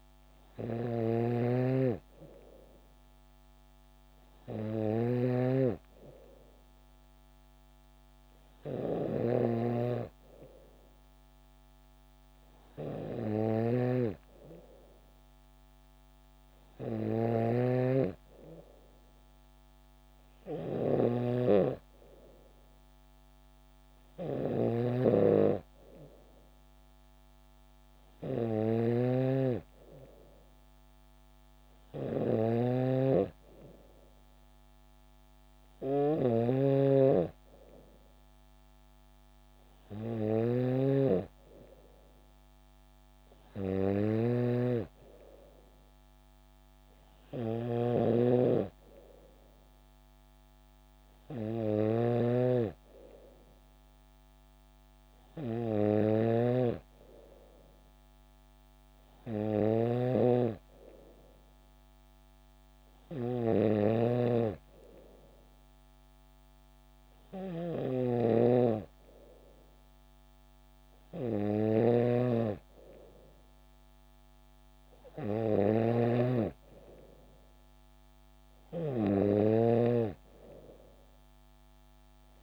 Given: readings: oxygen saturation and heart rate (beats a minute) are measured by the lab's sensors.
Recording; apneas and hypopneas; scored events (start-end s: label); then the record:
breathing in sleep by a microphone on the trachea; none
0.00-82.43 s: snoring (device-marked)
From the record:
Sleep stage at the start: N3 (deep sleep); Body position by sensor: on the back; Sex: female